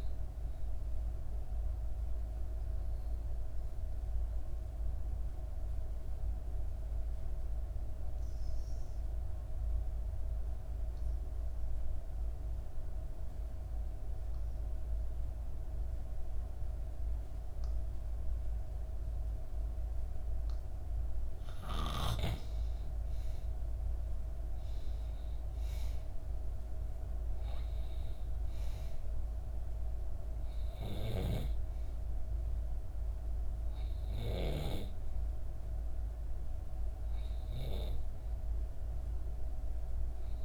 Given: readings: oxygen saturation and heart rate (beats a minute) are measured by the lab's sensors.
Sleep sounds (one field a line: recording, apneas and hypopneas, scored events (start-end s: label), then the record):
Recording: breathing in sleep by a room microphone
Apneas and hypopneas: 1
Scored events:
0.00-2.00 s: oxygen desaturation (device-marked, oxygen 89% lowest, heart rate 59 extreme)
5.00-21.00 s: obstructive apnea (oxygen 98% before, 89% lowest, heart rate 70 before, 60 extreme, up 3 after)
21.00-40.45 s: oxygen desaturation (device-marked, oxygen 97% before, 89% lowest, heart rate 60 before, 60 extreme)
22.50-26.00 s: arousal
From the record:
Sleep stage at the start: N2 (light sleep)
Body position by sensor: on the back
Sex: female